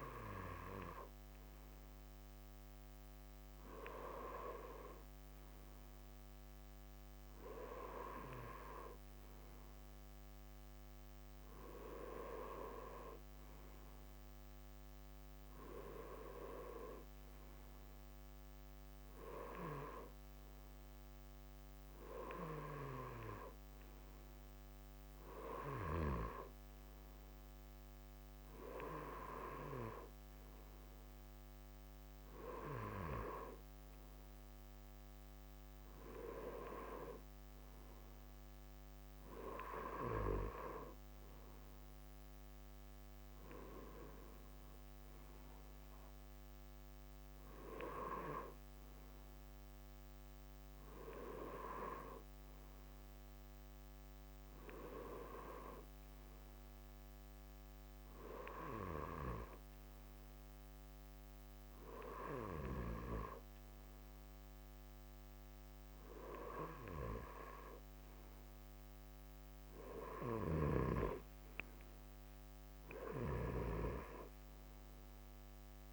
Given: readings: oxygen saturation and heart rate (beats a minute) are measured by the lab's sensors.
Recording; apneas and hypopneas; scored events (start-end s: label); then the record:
breathing in sleep by a microphone on the trachea; none
none scored
From the record:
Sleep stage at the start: N2 (light sleep); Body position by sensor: on the right side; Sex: male